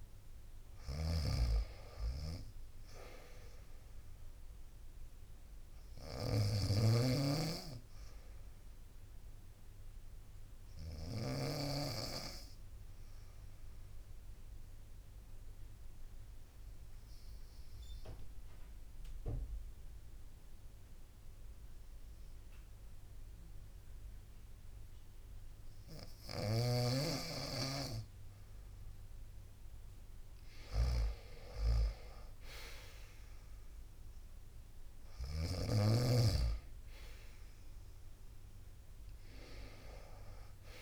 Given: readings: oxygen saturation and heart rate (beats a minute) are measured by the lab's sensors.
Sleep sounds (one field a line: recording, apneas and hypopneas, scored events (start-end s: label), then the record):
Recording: breathing in sleep by a room microphone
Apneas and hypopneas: 1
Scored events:
0.00-2.50 s: arousal
0.00-11.00 s: snoring (device-marked)
12.00-29.00 s: mixed apnea (oxygen 95% before, 91% lowest, heart rate 65 before, 60 extreme, up 7 after)
26.00-35.00 s: snoring (device-marked)
32.00-36.00 s: arousal
32.00-40.82 s: drop in pulse transit time (device-marked, heart rate 62 before, 63 extreme)
From the record:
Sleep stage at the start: N2 (light sleep)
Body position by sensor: on the right side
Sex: female